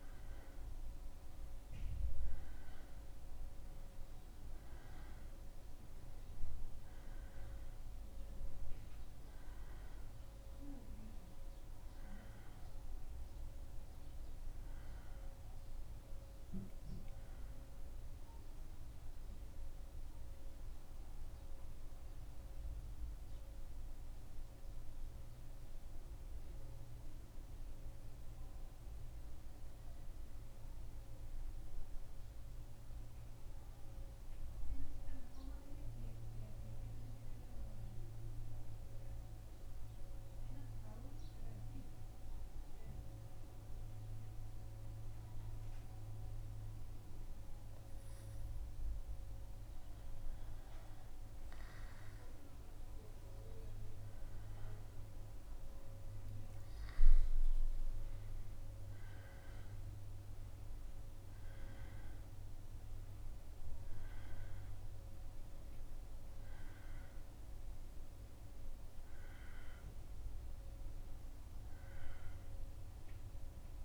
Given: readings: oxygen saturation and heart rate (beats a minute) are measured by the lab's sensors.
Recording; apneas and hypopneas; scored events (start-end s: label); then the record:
breathing in sleep, hard to hear, by a room microphone; 1
20.00-48.00 s: mixed apnea (oxygen 96% before, 94% lowest, heart rate 77 before, 73 extreme, up 3 after)
50.50-55.00 s: arousal
From the record:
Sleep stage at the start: N2 (light sleep); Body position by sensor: on the back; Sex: male